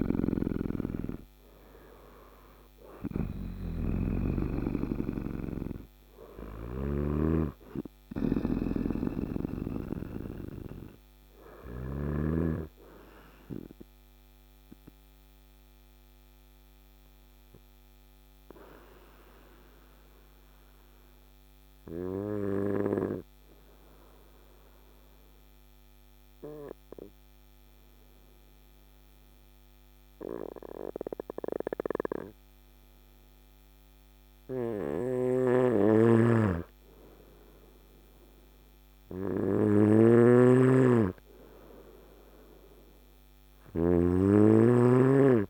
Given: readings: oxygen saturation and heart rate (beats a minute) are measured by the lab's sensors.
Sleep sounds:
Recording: breathing in sleep by a microphone on the trachea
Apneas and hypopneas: 1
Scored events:
0.00-11.50 s: snoring (device-marked)
0.00-21.00 s: oxygen desaturation (device-marked, oxygen 94% lowest, heart rate 56 extreme)
12.50-34.00 s: obstructive apnea (oxygen 98% before, 93% lowest, heart rate 63 before, 56 extreme, up 1 after)
35.00-44.00 s: snoring (device-marked)
36.00-39.50 s: arousal
39.00-45.50 s: oxygen desaturation (device-marked, oxygen 99% before, 94% lowest, heart rate 57 before, 55 extreme)
From the record:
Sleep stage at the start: N2 (light sleep)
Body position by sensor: on the front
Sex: male

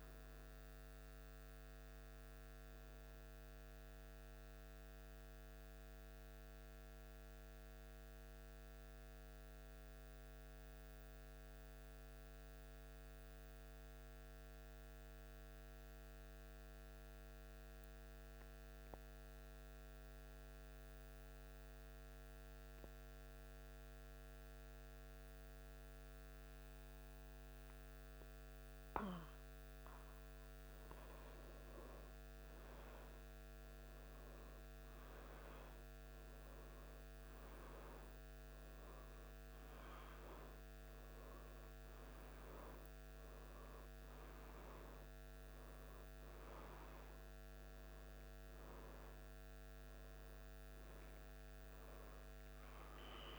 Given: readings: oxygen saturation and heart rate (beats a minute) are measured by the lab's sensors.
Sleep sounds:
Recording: breathing in sleep, hard to hear, by a microphone on the trachea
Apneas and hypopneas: 1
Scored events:
4.50-28.00 s: mixed apnea (oxygen 97% before, 90% lowest, heart rate 77 before, 75 extreme, up 0 after)
31.00-35.00 s: arousal
43.00-53.39 s: new sleep stage, N1 (lightest sleep)
From the record:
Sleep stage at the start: N2 (light sleep)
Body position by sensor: on the back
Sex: male

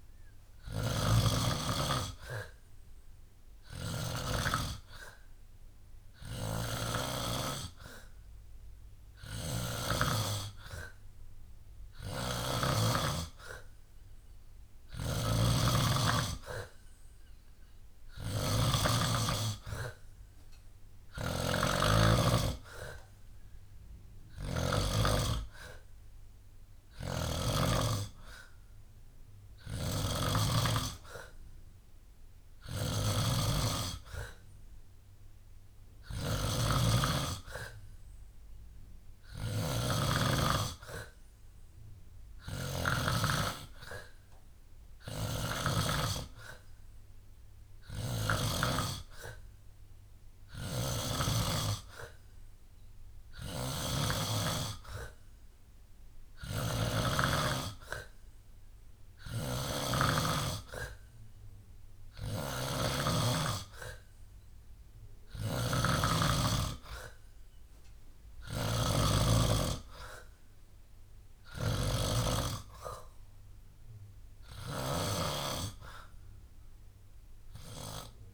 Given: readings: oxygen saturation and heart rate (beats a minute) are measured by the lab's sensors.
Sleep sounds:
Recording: breathing in sleep by a room microphone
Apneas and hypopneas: none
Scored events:
0.00-12.50 s: snoring (device-marked)
14.50-24.50 s: snoring (device-marked)
26.50-43.00 s: snoring (device-marked)
47.50-51.00 s: snoring (device-marked)
53.00-78.33 s: snoring (device-marked)
From the record:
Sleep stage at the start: N2 (light sleep)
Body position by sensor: on the back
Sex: male

